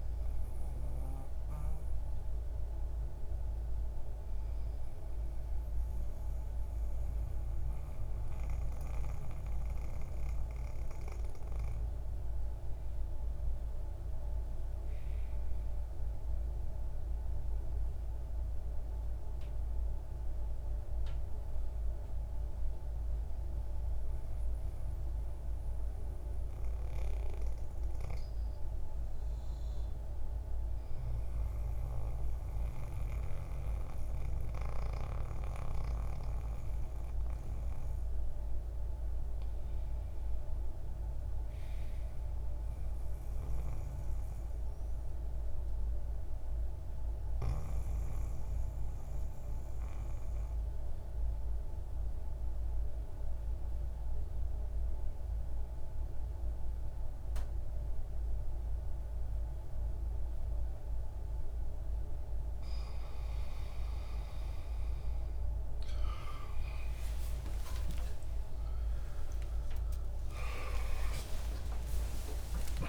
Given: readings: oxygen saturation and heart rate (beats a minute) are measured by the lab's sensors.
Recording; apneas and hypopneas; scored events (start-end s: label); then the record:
breathing in sleep by a room microphone; 1
9.50-32.50 s: oxygen desaturation (device-marked, oxygen 96% before, 92% lowest, heart rate 78 before, 63 extreme)
38.00-41.00 s: arousal
40.50-44.50 s: oxygen desaturation (device-marked, oxygen 94% before, 91% lowest, heart rate 66 before, 66 extreme)
43.00-61.50 s: mixed apnea (oxygen 94% before, 84% lowest, heart rate 66 before, 66 extreme, up 11 after)
46.50-58.50 s: oxygen desaturation (device-marked, oxygen 94% before, 90% lowest, heart rate 67 before, 67 extreme)
64.50-71.50 s: arousal
64.50-72.89 s: oxygen desaturation (device-marked, oxygen 92% before, 86% lowest, heart rate 68 before, 70 extreme)
69.50-72.89 s: new sleep stage, N1 (lightest sleep)
From the record:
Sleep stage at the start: N2 (light sleep); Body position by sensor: on the back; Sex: male